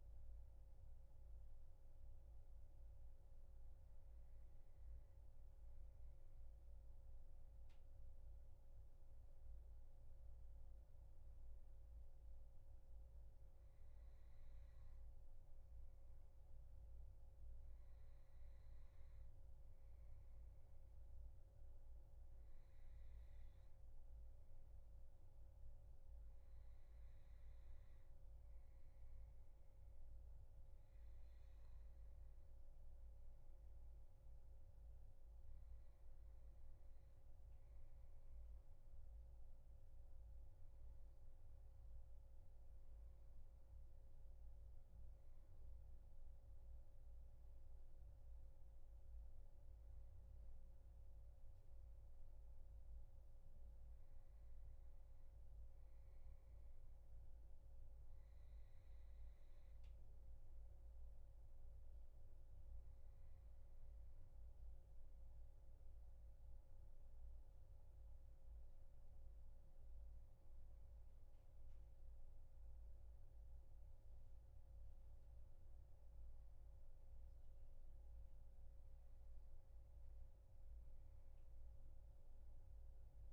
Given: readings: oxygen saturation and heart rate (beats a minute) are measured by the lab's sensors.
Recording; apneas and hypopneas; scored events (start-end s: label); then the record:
breathing in sleep, hard to hear, by a room microphone; none
none scored
From the record:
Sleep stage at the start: N2 (light sleep); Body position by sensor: on the back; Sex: male